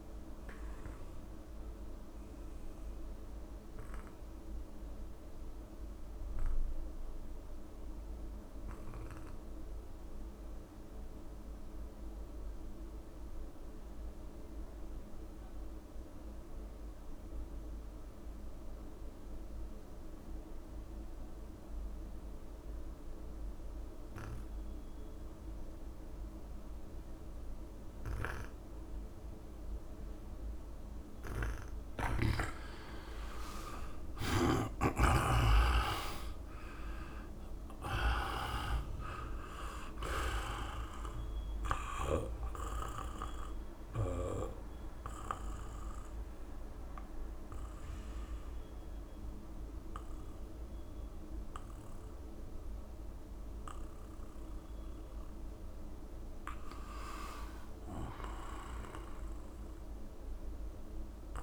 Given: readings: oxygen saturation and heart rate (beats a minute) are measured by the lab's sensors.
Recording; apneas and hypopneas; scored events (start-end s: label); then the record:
breathing in sleep by a room microphone; 2
0.00-11.00 s: oxygen desaturation (device-marked, oxygen 85% lowest, heart rate 67 extreme)
1.00-31.50 s: obstructive apnea (oxygen 99% before, 81% lowest, heart rate 71 before, 65 extreme, up 14 after)
24.00-60.00 s: oxygen desaturation (device-marked, oxygen 99% before, 81% lowest, heart rate 71 before, 64 extreme)
33.00-35.00 s: long interval between heartbeats (device-marked, heart rate 70 before, 81 extreme)
33.00-37.50 s: arousal
42.50-55.00 s: obstructive apnea (oxygen 99% before, 79% lowest, heart rate 71 before, 64 extreme, up 17 after)
57.00-59.00 s: long interval between heartbeats (device-marked, heart rate 70 before, 81 extreme)
57.50-60.50 s: arousal
From the record:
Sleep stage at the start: N2 (light sleep); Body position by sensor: on the back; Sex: male